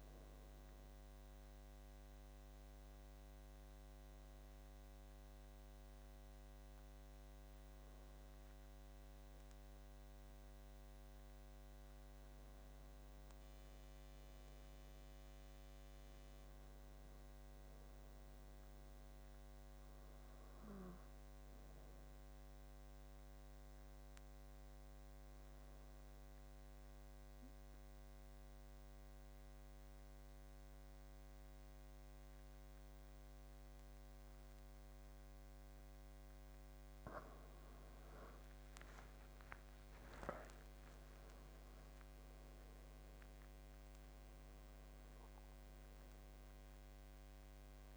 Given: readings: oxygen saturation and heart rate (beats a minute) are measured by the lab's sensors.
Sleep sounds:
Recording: breathing in sleep, hard to hear, by a microphone on the trachea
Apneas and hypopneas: 2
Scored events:
0.50-11.00 s: obstructive apnea (oxygen 93% before, 86% lowest, heart rate 83 before, 77 extreme, up 13 after)
13.00-16.00 s: arousal
20.00-35.00 s: oxygen desaturation (device-marked, oxygen 94% before, 90% lowest, heart rate 82 before, 65 extreme)
20.50-34.50 s: obstructive apnea (oxygen 94% before, 86% lowest, heart rate 82 before, 65 extreme, up 10 after)
37.00-47.97 s: oxygen desaturation (device-marked, oxygen 94% before, 86% lowest, heart rate 82 before, 65 extreme)
39.00-45.00 s: arousal
From the record:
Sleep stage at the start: N2 (light sleep)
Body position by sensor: on the back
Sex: male

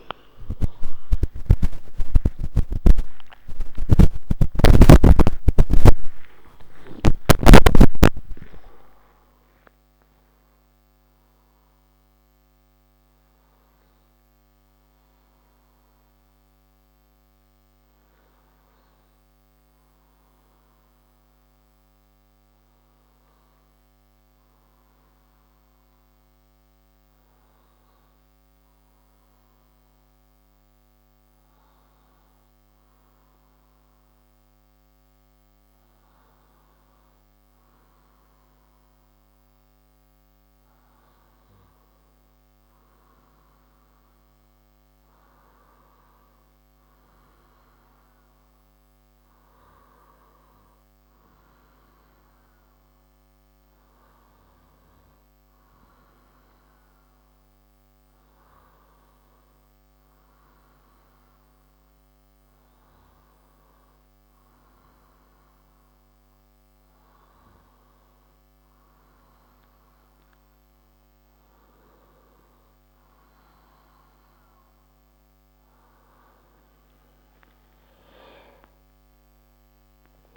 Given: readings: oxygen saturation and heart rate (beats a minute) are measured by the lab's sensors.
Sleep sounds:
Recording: a person partly awake in a sleep study, by a microphone on the trachea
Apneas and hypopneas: none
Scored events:
16.50-80.37 s: new sleep stage, N1 (lightest sleep)
35.50-65.50 s: oxygen desaturation (device-marked, oxygen 98% before, 93% lowest, heart rate 31 before, 46 extreme)
46.50-51.50 s: arousal
76.50-80.37 s: arousal
From the record:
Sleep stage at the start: awake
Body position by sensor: on the left side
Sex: male

